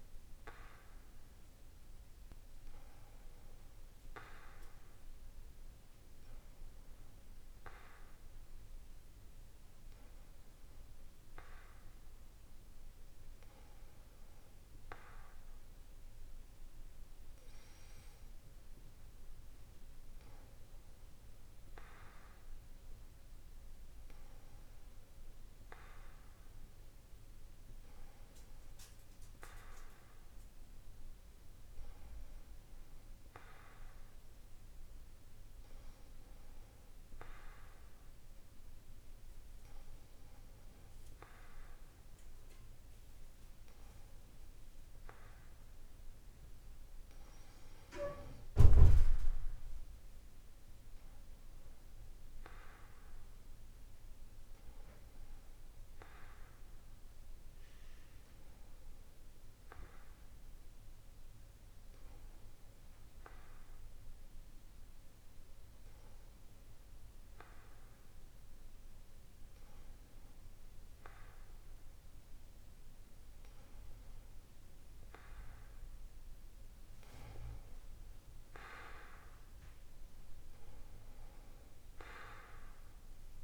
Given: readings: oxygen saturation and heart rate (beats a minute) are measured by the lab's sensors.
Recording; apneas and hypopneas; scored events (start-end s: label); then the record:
breathing in sleep by a room microphone; none
none scored
From the record:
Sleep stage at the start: N2 (light sleep); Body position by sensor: on the back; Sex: male